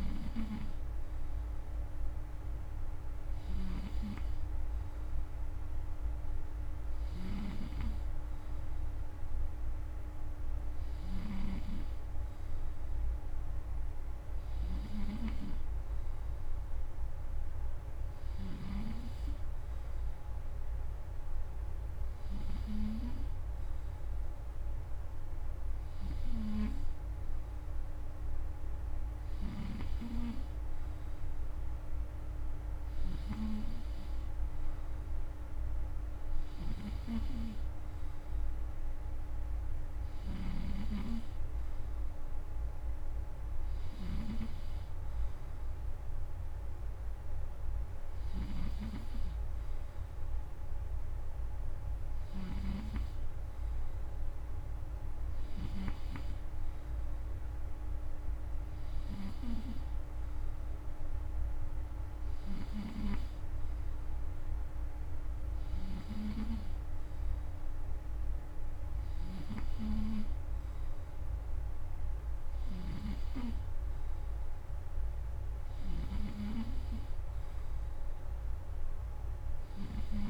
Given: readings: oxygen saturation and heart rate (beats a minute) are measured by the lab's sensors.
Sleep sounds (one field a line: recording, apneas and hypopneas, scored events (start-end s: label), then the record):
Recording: breathing in sleep by a room microphone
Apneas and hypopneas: none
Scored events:
0.00-18.50 s: snoring (device-marked)
32.50-55.50 s: snoring (device-marked)
62.00-75.50 s: snoring (device-marked)
From the record:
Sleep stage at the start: N2 (light sleep)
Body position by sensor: on the front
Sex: male